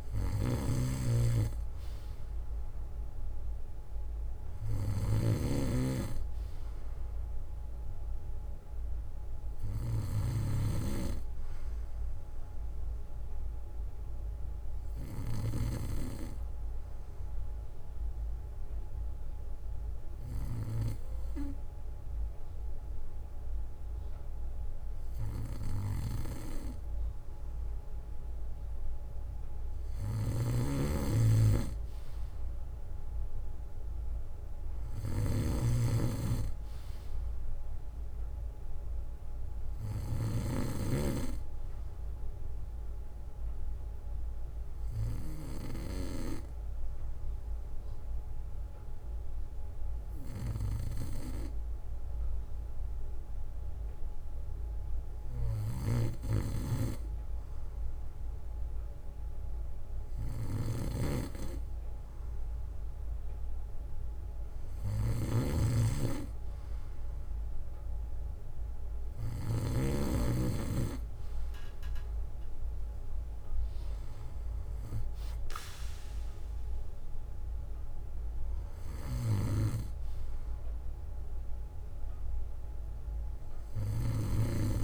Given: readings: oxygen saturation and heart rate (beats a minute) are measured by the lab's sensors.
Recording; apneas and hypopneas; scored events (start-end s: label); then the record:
breathing in sleep by a room microphone; 2
0.00-10.50 s: snoring (device-marked)
15.50-26.50 s: obstructive apnea (oxygen 95% before, 93% lowest, heart rate 61 before, 58 extreme, up 9 after)
30.00-40.50 s: snoring (device-marked)
30.50-33.50 s: arousal
33.00-35.00 s: bradycardia (device-marked, heart rate 61 before, 58 extreme)
42.00-44.00 s: bradycardia (device-marked, heart rate 61 before, 66 extreme)
42.50-54.50 s: obstructive apnea (oxygen 95% before, 93% lowest, heart rate 62 before, 56 extreme, up 7 after)
52.00-54.00 s: bradycardia (device-marked, heart rate 61 before, 62 extreme)
56.00-59.00 s: arousal
60.50-70.00 s: snoring (device-marked)
80.50-84.00 s: arousal
From the record:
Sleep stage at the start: N2 (light sleep); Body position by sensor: on the back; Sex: male